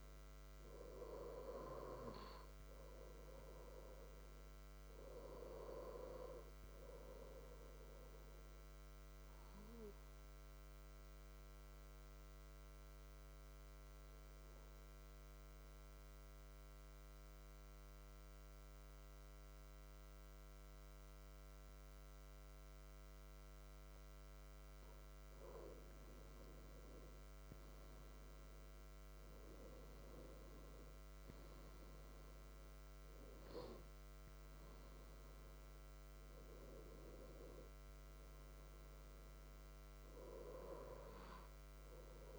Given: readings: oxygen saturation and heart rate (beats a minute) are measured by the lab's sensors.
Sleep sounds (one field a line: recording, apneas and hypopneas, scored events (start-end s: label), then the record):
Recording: breathing in sleep by a microphone on the trachea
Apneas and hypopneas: 1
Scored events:
7.00-24.50 s: mixed apnea (oxygen 93% before, 91% lowest, heart rate 65 before, 63 extreme, up 2 after)
26.50-31.50 s: arousal
From the record:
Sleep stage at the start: N2 (light sleep)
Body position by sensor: on the back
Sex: male